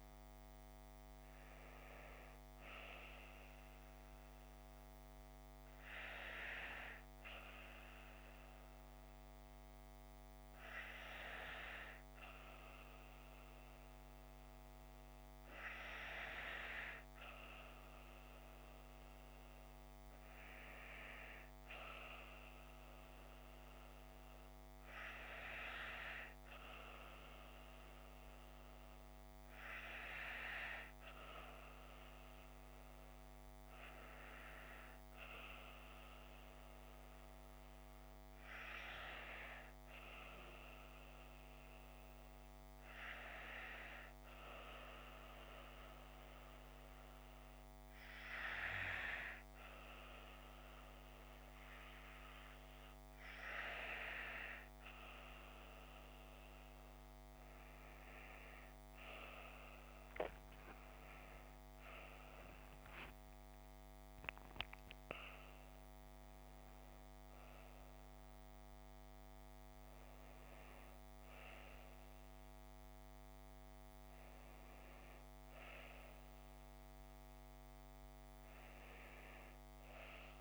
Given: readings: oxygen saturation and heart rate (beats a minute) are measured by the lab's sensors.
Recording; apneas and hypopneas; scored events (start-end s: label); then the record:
breathing in sleep by a microphone on the trachea; none
61.00-66.00 s: arousal
From the record:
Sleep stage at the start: N2 (light sleep); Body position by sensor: on the left side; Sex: female